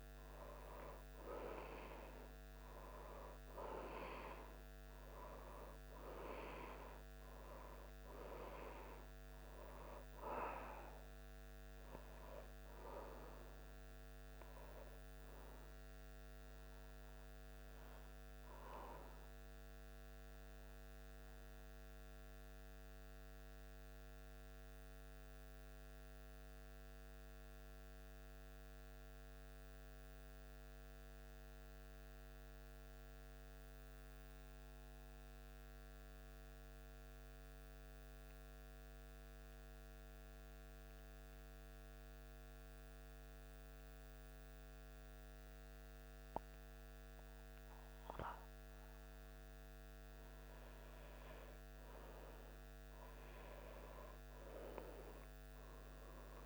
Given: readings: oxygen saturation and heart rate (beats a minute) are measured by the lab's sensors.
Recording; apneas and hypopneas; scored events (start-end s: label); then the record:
breathing in sleep by a microphone on the trachea; 1
20.00-49.00 s: mixed apnea (oxygen 95% before, 94% lowest, heart rate 76 before, 74 extreme, up 1 after)
52.50-56.46 s: arousal
From the record:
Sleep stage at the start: N2 (light sleep); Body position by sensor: on the back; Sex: male